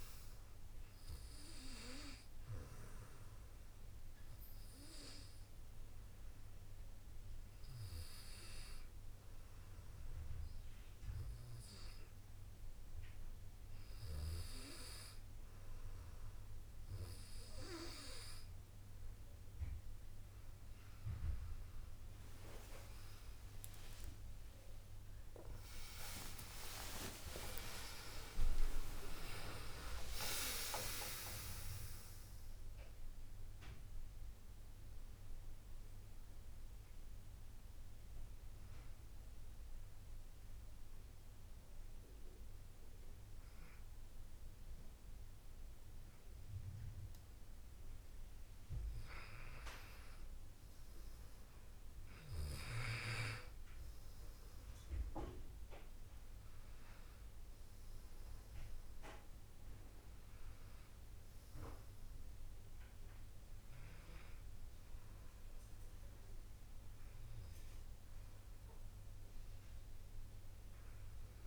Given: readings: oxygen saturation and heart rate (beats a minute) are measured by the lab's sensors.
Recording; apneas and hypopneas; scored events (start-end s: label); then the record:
breathing in sleep by a room microphone; 2
1.00-14.00 s: oxygen desaturation (device-marked, oxygen 95% before, 90% lowest)
1.50-18.00 s: obstructive apnea (oxygen 97% before, 90% lowest)
23.50-29.50 s: arousal
24.00-41.00 s: oxygen desaturation (device-marked, oxygen 96% before, 91% lowest)
39.00-50.00 s: mixed apnea (oxygen 96% before, 91% lowest)
53.00-57.50 s: arousal
57.00-69.00 s: oxygen desaturation (device-marked, oxygen 98% before, 92% lowest)
From the record:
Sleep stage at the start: N2 (light sleep); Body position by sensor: on the back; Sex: male